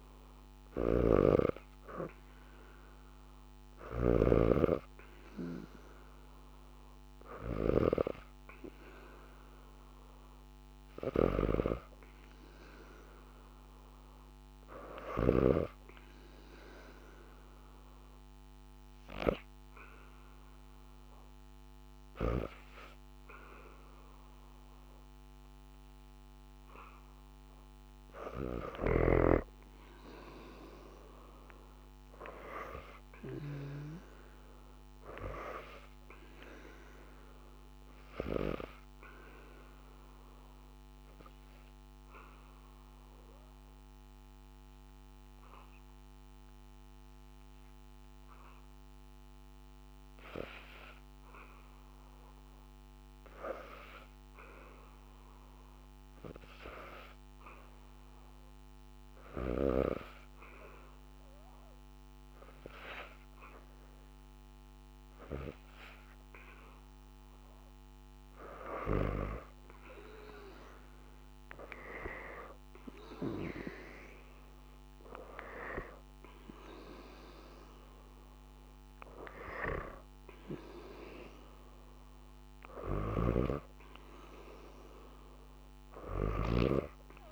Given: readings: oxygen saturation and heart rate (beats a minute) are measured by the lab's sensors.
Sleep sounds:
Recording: breathing in sleep by a microphone on the trachea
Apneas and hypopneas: 2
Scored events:
0.00-3.50 s: snoring (device-marked)
0.00-13.50 s: oxygen desaturation (device-marked, oxygen 87% lowest, heart rate 72 extreme)
10.50-15.00 s: snoring (device-marked)
16.50-27.50 s: hypopnea (oxygen 95% before, 87% lowest, heart rate 79 before, 75 extreme, up 5 after)
29.50-33.50 s: arousal
38.50-50.50 s: obstructive apnea (oxygen 96% before, 87% lowest, heart rate 78 before, 71 extreme)
43.50-87.32 s: new sleep stage, N2 (light sleep)
54.00-58.50 s: arousal
57.50-87.32 s: oxygen desaturation (device-marked, oxygen 98% before, 87% lowest, heart rate 76 before, 72 extreme)
82.50-87.32 s: snoring (device-marked)
From the record:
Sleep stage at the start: REM sleep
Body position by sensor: on the back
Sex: female

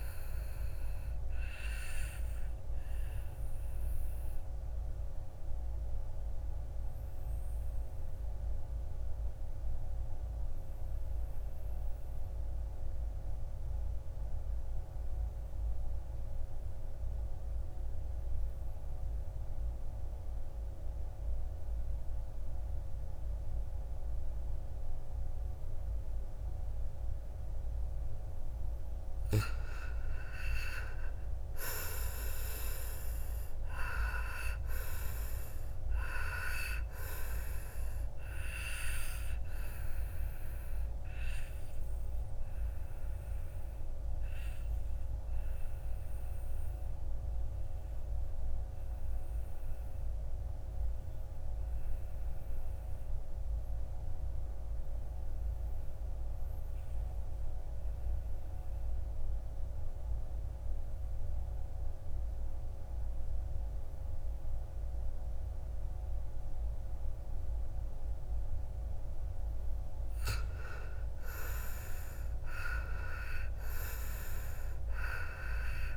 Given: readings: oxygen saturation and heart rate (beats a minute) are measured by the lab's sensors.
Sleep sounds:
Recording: breathing in sleep by a room microphone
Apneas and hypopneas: 2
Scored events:
0.00-16.00 s: oxygen desaturation (device-marked, oxygen 85% lowest, heart rate 53 extreme)
1.00-27.00 s: obstructive apnea (oxygen 99% before, 81% lowest, heart rate 63 before, 53 extreme, up 13 after)
23.00-54.00 s: oxygen desaturation (device-marked, oxygen 98% before, 81% lowest, heart rate 55 before, 52 extreme)
29.50-33.50 s: arousal
40.50-69.00 s: obstructive apnea (oxygen 98% before, 80% lowest, heart rate 64 before, 52 extreme, up 18 after)
57.50-59.50 s: long interval between heartbeats (device-marked, heart rate 62 before, 59 extreme)
67.00-75.97 s: oxygen desaturation (device-marked, oxygen 98% before, 80% lowest, heart rate 56 before, 56 extreme)
71.00-74.00 s: arousal
From the record:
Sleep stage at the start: N2 (light sleep)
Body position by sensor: on the back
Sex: male

